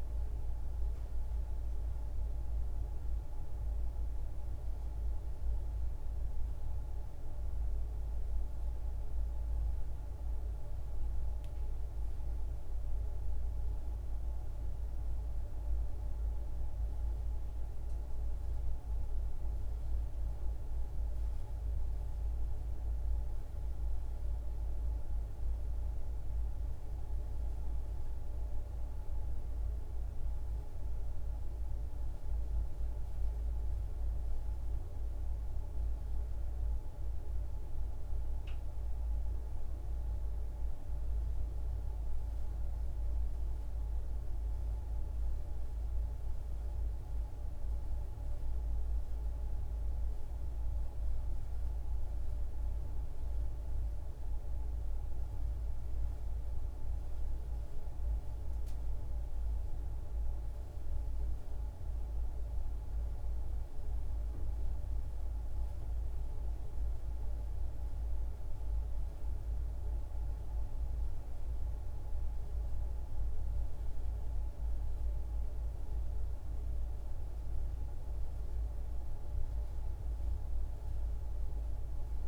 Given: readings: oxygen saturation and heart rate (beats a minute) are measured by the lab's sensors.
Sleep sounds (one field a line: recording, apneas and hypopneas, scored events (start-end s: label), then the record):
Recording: breathing in sleep, hard to hear, by a room microphone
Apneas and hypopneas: none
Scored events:
none scored
From the record:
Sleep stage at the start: N1 (lightest sleep)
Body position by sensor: on the back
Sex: female